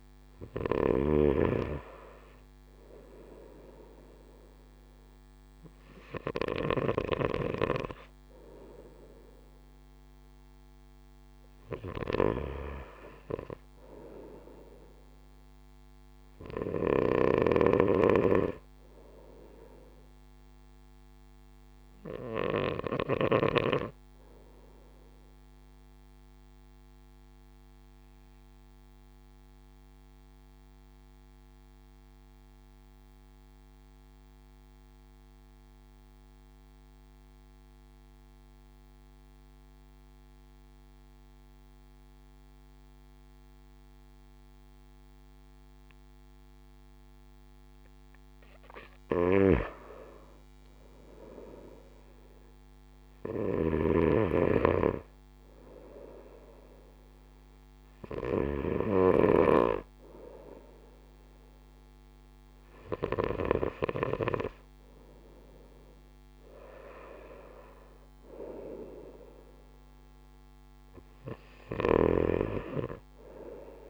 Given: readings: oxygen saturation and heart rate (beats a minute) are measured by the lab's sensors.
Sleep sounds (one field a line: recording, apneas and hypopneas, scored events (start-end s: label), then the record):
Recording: breathing in sleep by a microphone on the trachea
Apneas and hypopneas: 1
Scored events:
0.00-23.00 s: snoring (device-marked)
27.50-48.00 s: obstructive apnea (oxygen 96% before, 93% lowest)
49.00-63.50 s: snoring (device-marked)
49.50-73.50 s: oxygen desaturation (device-marked, oxygen 96% before, 93% lowest)
50.00-53.00 s: arousal
56.50-73.90 s: new sleep stage, N1 (lightest sleep)
71.50-73.90 s: snoring (device-marked)
From the record:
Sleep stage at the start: N2 (light sleep)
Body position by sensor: on the right side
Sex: male